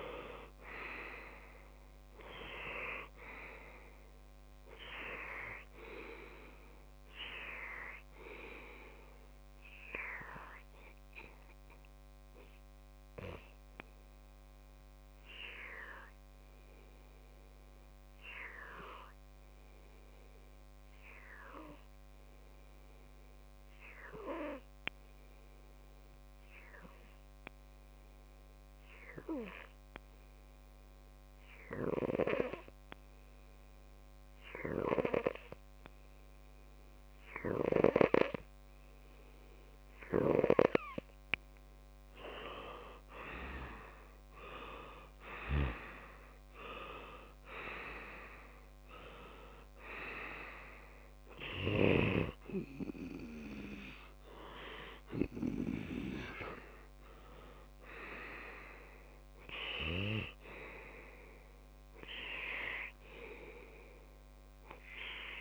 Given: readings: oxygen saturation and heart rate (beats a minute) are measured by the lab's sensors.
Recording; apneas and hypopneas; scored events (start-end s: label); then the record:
breathing in sleep by a microphone on the trachea; 1
11.00-40.00 s: obstructive apnea (oxygen 98% before, 94% lowest)
42.50-47.00 s: arousal
44.00-60.00 s: oxygen desaturation (device-marked, oxygen 97% before, 94% lowest)
From the record:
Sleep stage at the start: N2 (light sleep); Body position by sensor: on the left side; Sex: male